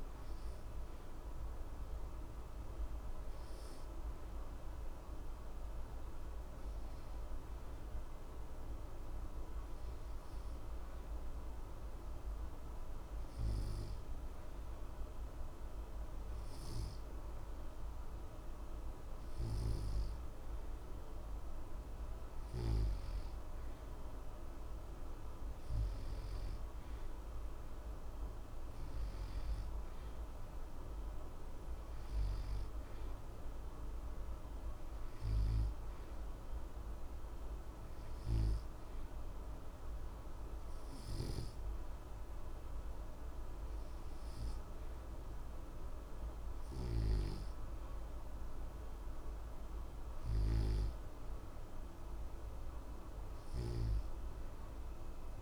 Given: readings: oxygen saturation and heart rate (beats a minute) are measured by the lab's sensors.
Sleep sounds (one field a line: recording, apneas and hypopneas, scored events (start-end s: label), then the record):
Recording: breathing in sleep, hard to hear, by a room microphone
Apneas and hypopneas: 2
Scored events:
4.50-18.00 s: hypopnea (oxygen 90% before, 88% lowest, heart rate 60 before, 60 extreme, up 0 after)
21.00-24.50 s: arousal
38.00-50.50 s: obstructive apnea (oxygen 91% before, 88% lowest, heart rate 60 before, 60 extreme, up 0 after)
54.00-55.42 s: arousal
From the record:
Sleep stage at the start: N2 (light sleep)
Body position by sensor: on the back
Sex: male